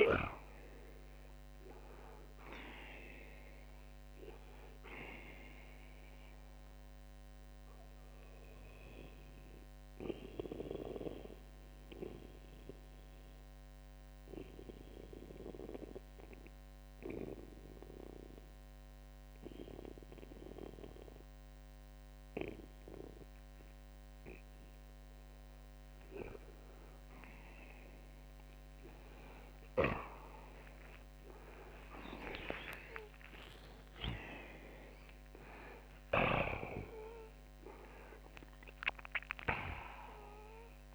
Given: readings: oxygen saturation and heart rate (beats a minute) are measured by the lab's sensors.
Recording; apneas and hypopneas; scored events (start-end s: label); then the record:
breathing in sleep by a microphone on the trachea; 1
0.00-1.00 s: arousal
0.00-1.50 s: oxygen desaturation (device-marked, oxygen 85% lowest, heart rate 75 extreme)
6.00-26.00 s: mixed apnea (oxygen 90% before, 81% lowest, heart rate 105 before, 77 extreme, up 48 after)
15.50-33.50 s: oxygen desaturation (device-marked, oxygen 90% before, 84% lowest, heart rate 112 before, 72 extreme)
31.50-35.50 s: arousal
From the record:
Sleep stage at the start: N2 (light sleep); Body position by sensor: on the back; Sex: male